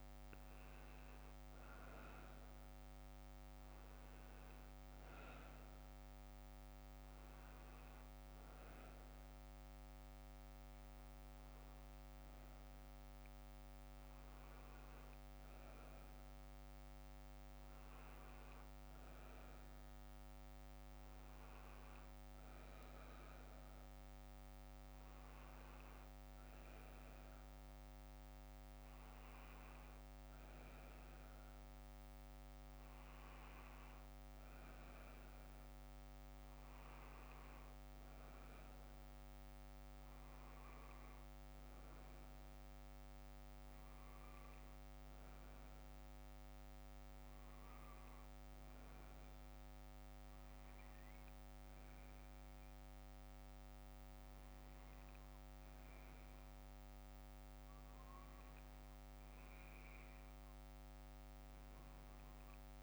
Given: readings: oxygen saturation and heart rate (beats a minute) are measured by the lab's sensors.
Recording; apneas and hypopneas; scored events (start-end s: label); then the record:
breathing in sleep, hard to hear, by a microphone on the trachea; none
0.00-6.00 s: bradycardia (device-marked, heart rate 68 before, 55 extreme)
42.00-44.00 s: bradycardia (device-marked, heart rate 67 before, 64 extreme)
51.00-54.00 s: bradycardia (device-marked, heart rate 66 before, 60 extreme)
From the record:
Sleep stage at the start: N1 (lightest sleep); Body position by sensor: on the left side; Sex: male